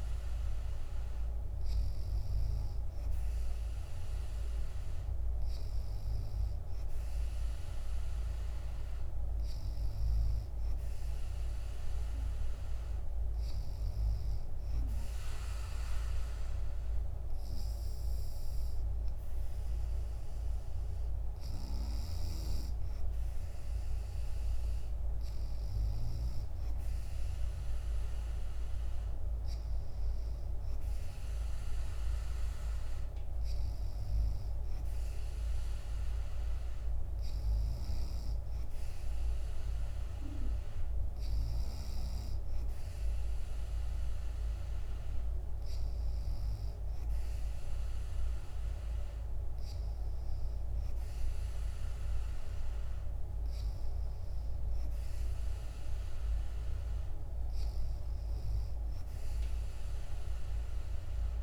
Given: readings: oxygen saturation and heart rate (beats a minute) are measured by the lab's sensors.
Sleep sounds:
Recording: breathing in sleep, hard to hear, by a room microphone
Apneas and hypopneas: none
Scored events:
none scored
From the record:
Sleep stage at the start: N2 (light sleep)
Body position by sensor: on the back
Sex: female

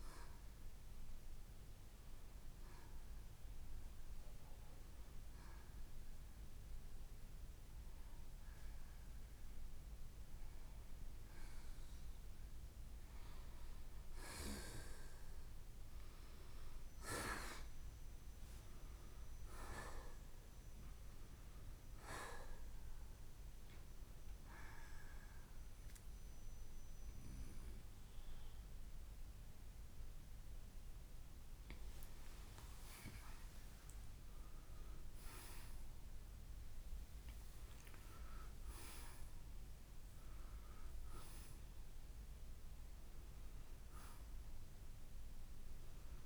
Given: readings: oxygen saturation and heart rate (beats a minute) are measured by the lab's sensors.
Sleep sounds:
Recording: breathing in sleep by a room microphone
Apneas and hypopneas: none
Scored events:
24.00-42.00 s: oxygen desaturation (device-marked, oxygen 90% before, 86% lowest, heart rate 66 before, 57 extreme)
32.50-37.50 s: arousal
From the record:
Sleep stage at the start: N1 (lightest sleep)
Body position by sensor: on the right side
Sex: male

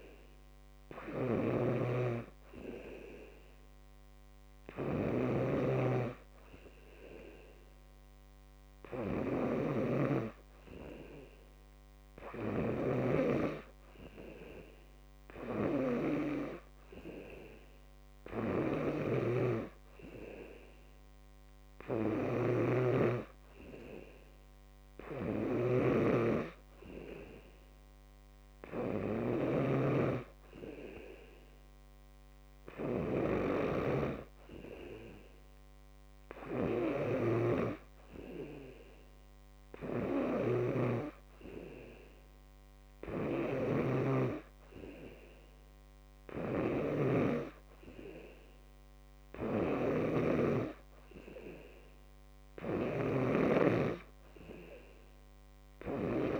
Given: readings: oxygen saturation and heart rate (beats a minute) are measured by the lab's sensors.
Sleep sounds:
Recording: breathing in sleep by a microphone on the trachea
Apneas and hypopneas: none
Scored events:
none scored
From the record:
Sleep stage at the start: N2 (light sleep)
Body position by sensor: on the back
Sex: male

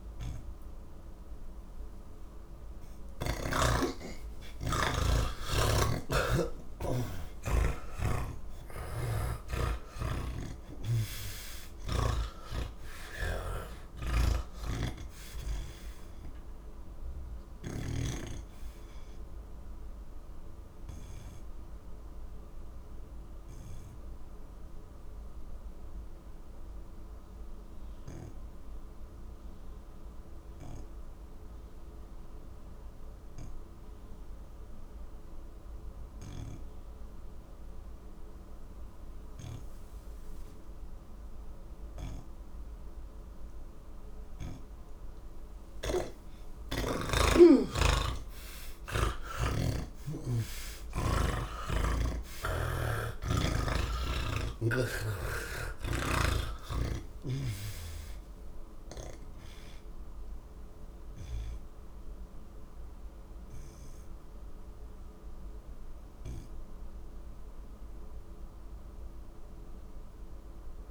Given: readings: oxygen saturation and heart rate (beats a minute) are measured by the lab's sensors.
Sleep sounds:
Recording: breathing in sleep by a room microphone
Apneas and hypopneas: none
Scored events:
5.00-16.00 s: oxygen desaturation (device-marked, oxygen 80% before, 75% lowest, heart rate 72 before, 70 extreme)
10.00-17.50 s: snoring (device-marked)
47.50-51.00 s: snoring (device-marked)
From the record:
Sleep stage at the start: N1 (lightest sleep)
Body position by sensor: on the back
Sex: male

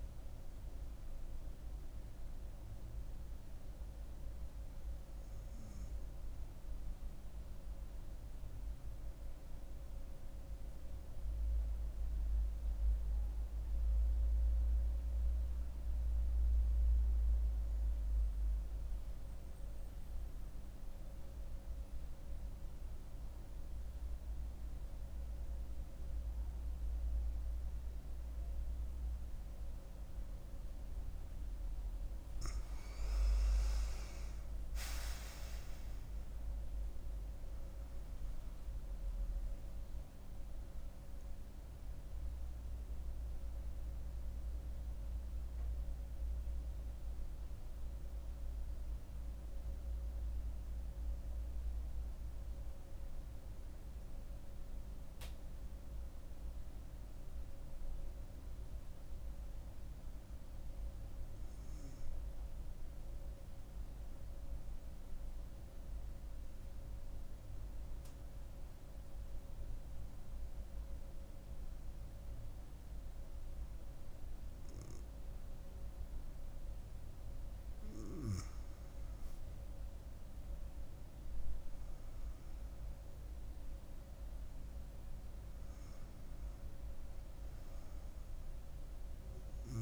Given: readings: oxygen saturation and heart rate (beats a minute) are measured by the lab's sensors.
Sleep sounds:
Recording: breathing in sleep, hard to hear, by a room microphone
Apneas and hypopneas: 2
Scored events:
0.00-2.50 s: oxygen desaturation (device-marked, oxygen 91% lowest, heart rate 67 extreme)
6.00-31.00 s: mixed apnea (oxygen 98% before, 92% lowest, heart rate 77 before, 67 extreme, up 9 after)
29.50-58.50 s: oxygen desaturation (device-marked, oxygen 97% before, 92% lowest, heart rate 69 before, 66 extreme)
33.00-37.00 s: arousal
62.50-77.00 s: central apnea (oxygen 98% before, 95% lowest, heart rate 74 before, 66 extreme, up 9 after)
78.00-83.00 s: arousal
From the record:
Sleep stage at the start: N2 (light sleep)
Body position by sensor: on the back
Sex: female

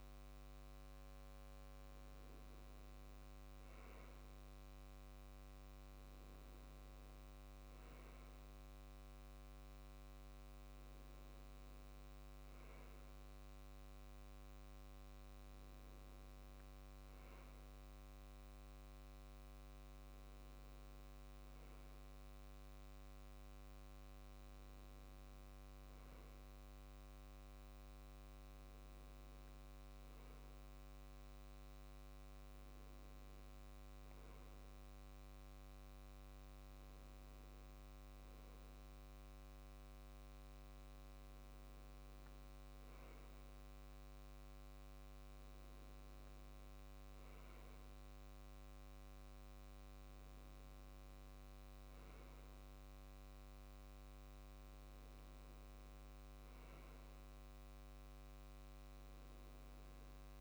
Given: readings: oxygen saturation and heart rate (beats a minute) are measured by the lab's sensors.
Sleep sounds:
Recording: breathing in sleep, hard to hear, by a microphone on the trachea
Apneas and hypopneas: none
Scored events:
none scored
From the record:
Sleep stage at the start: N1 (lightest sleep)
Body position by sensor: on the left side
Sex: male

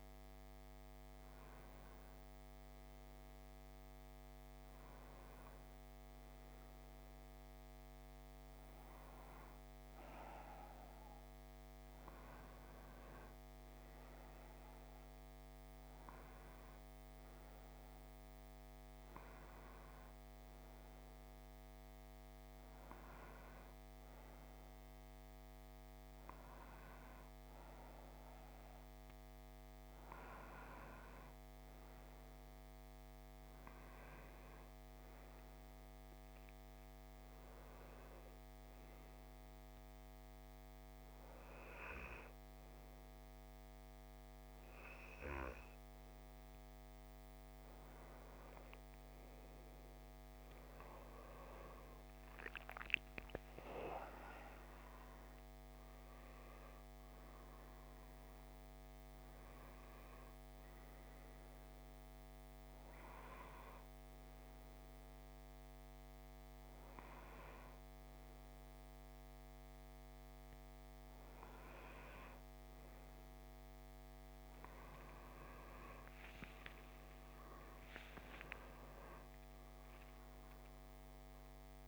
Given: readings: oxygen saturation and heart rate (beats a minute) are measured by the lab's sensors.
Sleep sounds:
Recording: breathing in sleep by a microphone on the trachea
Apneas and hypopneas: none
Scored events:
53.00-56.50 s: arousal
76.00-81.50 s: arousal
From the record:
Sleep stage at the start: N2 (light sleep)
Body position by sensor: on the left side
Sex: male

